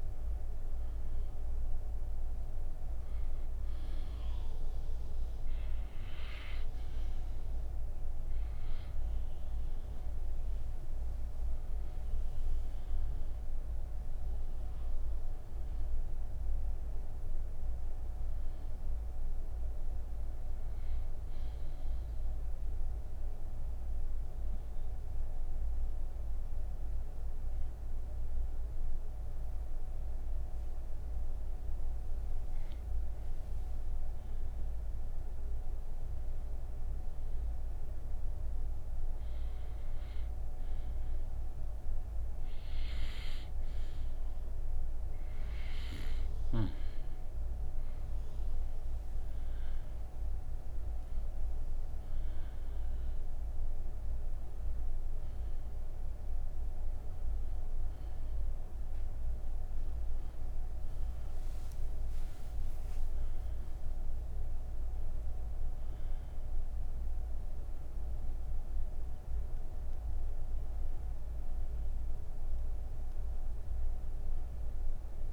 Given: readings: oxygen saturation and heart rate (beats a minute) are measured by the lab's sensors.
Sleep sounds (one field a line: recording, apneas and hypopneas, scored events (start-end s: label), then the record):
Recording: breathing in sleep, hard to hear, by a room microphone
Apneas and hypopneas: 1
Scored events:
15.00-27.00 s: oxygen desaturation (device-marked, oxygen 97% before, 94% lowest)
22.00-33.00 s: obstructive apnea (oxygen 97% before, 94% lowest)
27.00-75.33 s: new sleep stage, N2 (light sleep)
From the record:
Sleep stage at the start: N1 (lightest sleep)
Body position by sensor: on the right side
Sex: female